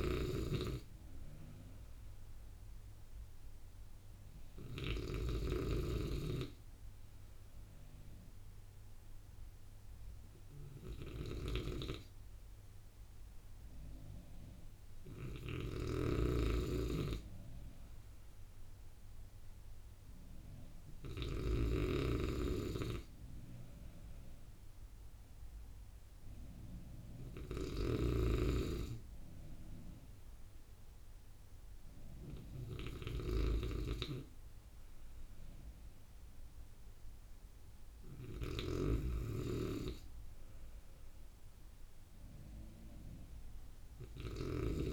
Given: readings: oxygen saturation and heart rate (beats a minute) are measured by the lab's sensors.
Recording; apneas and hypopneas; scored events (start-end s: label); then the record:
breathing in sleep by a room microphone; none
0.00-5.00 s: snoring (device-marked)
11.50-21.50 s: snoring (device-marked)
27.50-44.50 s: snoring (device-marked)
From the record:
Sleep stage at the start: N2 (light sleep); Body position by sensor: on the right side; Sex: male